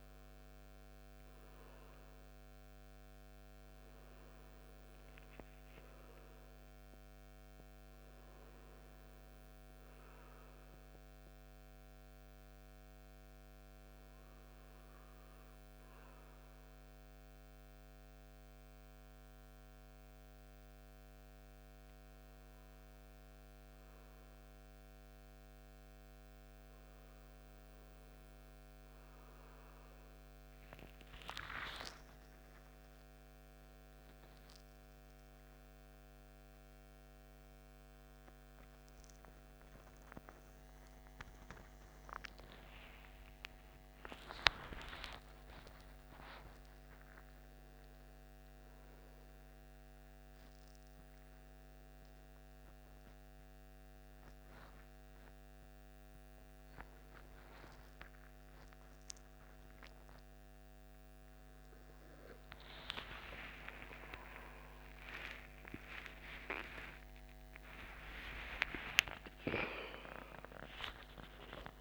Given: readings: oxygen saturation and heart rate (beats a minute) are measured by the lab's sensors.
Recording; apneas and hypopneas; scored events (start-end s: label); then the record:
a person partly awake in a sleep study, by a microphone on the trachea; 1
13.50-24.50 s: hypopnea (oxygen 96% before, 93% lowest)
36.50-46.50 s: oxygen desaturation (device-marked, oxygen 96% before, 93% lowest)
38.50-71.81 s: new sleep stage, awake
From the record:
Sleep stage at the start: N2 (light sleep); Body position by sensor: on the right side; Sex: male